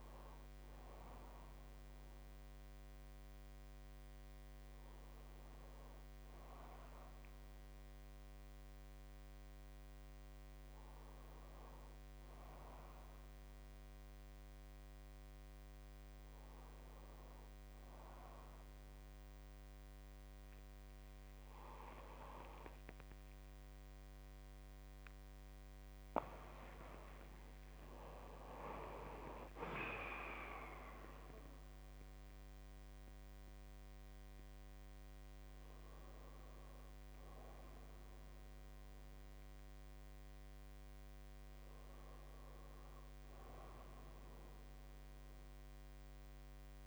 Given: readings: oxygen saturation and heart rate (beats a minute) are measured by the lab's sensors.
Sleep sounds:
breathing in sleep by a microphone on the trachea; none
22.00-24.00 s: long interval between heartbeats (device-marked, heart rate 68 before, 73 extreme)
28.00-30.00 s: long interval between heartbeats (device-marked, heart rate 71 before, 88 extreme)
30.50-35.50 s: arousal
From the record:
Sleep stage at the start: N1 (lightest sleep); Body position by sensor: on the right side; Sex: male

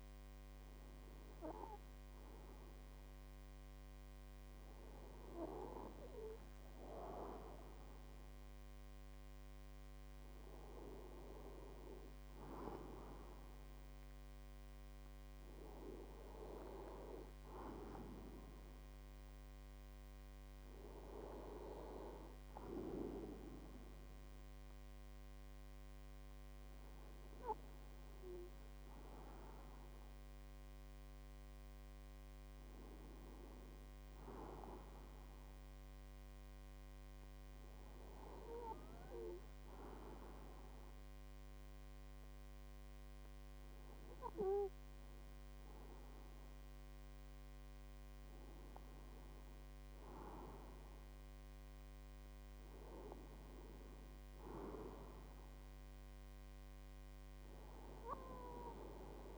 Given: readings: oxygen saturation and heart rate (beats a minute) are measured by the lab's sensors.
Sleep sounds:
breathing in sleep by a microphone on the trachea; none
none scored
From the record:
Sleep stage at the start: N2 (light sleep); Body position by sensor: on the right side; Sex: male

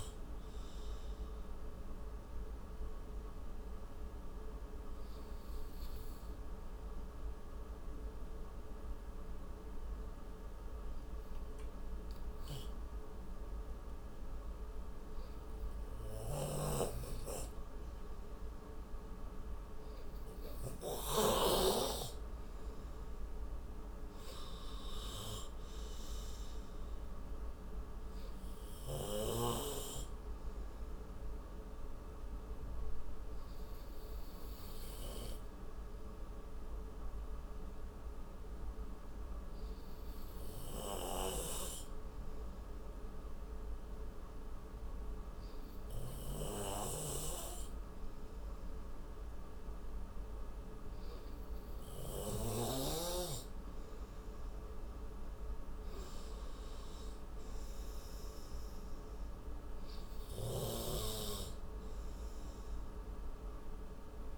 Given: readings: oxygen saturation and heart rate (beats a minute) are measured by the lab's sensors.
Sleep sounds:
breathing in sleep by a room microphone; 2
0.00-5.50 s: oxygen desaturation (device-marked, oxygen 91% lowest)
2.00-18.00 s: obstructive apnea (oxygen 96% before, 91% lowest)
23.00-26.50 s: arousal
27.50-41.50 s: oxygen desaturation (device-marked, oxygen 97% before, 91% lowest)
33.50-52.50 s: obstructive apnea (oxygen 97% before, 90% lowest)
54.50-57.00 s: arousal
From the record:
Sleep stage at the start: N2 (light sleep); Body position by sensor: on the right side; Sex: male

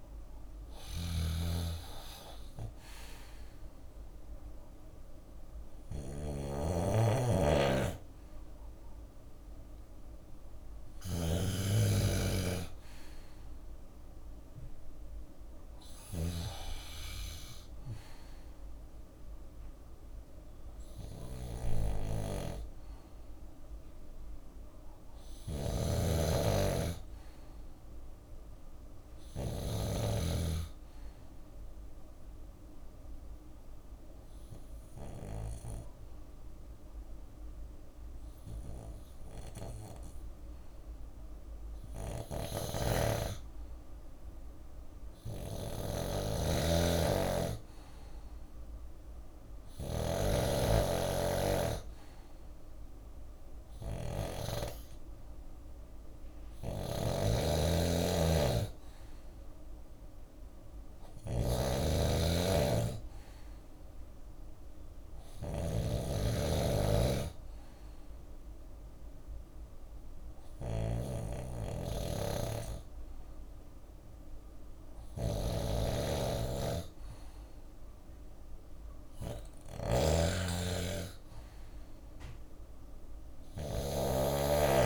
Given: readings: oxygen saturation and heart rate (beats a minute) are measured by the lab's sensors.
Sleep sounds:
breathing in sleep by a room microphone; 2
0.00-29.00 s: snoring (device-marked)
22.00-25.50 s: arousal
31.50-45.50 s: obstructive apnea (oxygen 97% before, 95% lowest, heart rate 65 before, 62 extreme, up 3 after)
41.50-53.50 s: snoring (device-marked)
47.00-50.50 s: arousal
55.50-84.86 s: snoring (device-marked)
67.00-78.00 s: obstructive apnea (oxygen 97% before, 95% lowest, heart rate 64 before, 61 extreme, up 4 after)
78.50-84.86 s: drop in pulse transit time (device-marked, heart rate 65 before, 61 extreme)
80.00-83.50 s: arousal
From the record:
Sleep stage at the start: N2 (light sleep); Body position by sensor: on the left side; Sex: male

